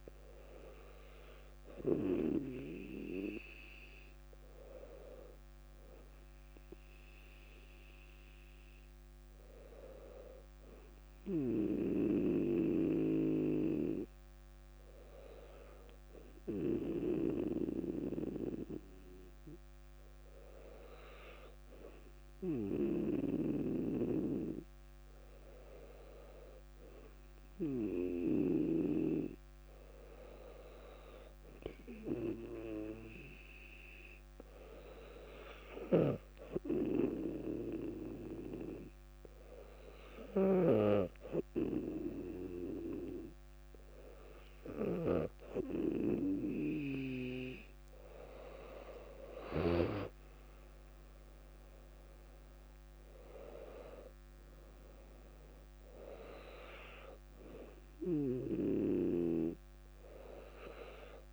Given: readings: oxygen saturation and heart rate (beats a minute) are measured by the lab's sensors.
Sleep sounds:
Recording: breathing in sleep by a microphone on the trachea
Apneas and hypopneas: 1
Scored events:
16.50-46.00 s: hypopnea (oxygen 98% before, 97% lowest, heart rate 60 before, 60 extreme, up 2 after)
24.50-61.33 s: new sleep stage, N2 (light sleep)
48.50-52.50 s: arousal
From the record:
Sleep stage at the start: N1 (lightest sleep)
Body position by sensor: on the back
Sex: female

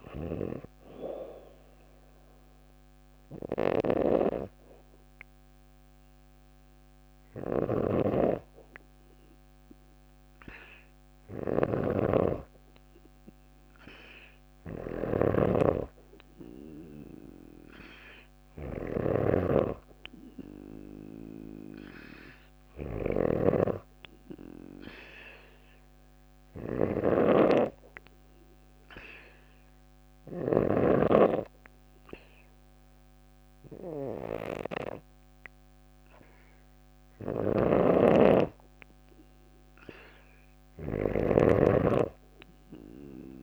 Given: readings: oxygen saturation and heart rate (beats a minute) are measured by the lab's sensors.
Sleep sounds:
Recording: breathing in sleep by a microphone on the trachea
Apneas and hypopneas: 1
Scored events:
6.50-30.00 s: snoring (device-marked)
16.00-19.50 s: arousal
24.00-36.50 s: hypopnea (oxygen 96% before, 93% lowest)
36.50-43.42 s: snoring (device-marked)
40.50-43.42 s: arousal
From the record:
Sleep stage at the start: N2 (light sleep)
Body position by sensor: on the back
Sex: female

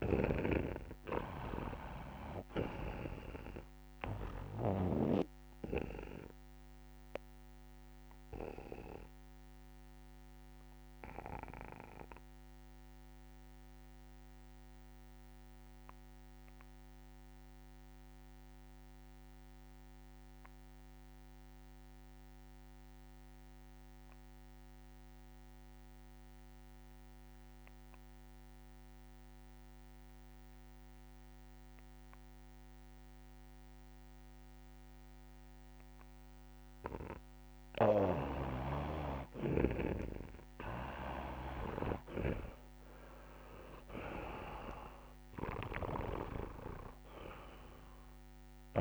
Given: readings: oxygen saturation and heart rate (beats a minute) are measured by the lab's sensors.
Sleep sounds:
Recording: breathing in sleep by a microphone on the trachea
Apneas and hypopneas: 1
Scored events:
0.00-3.00 s: snoring (device-marked)
0.00-21.00 s: oxygen desaturation (device-marked, oxygen 79% lowest, heart rate 67 extreme)
6.00-38.00 s: obstructive apnea (oxygen 98% before, 76% lowest, heart rate 73 before, 70 extreme, up 18 after)
35.00-48.81 s: oxygen desaturation (device-marked, oxygen 97% before, 77% lowest, heart rate 72 before, 69 extreme)
43.50-46.50 s: arousal
44.00-46.00 s: long interval between heartbeats (device-marked, heart rate 73 before, 87 extreme)
From the record:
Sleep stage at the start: N2 (light sleep)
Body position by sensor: on the back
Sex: male

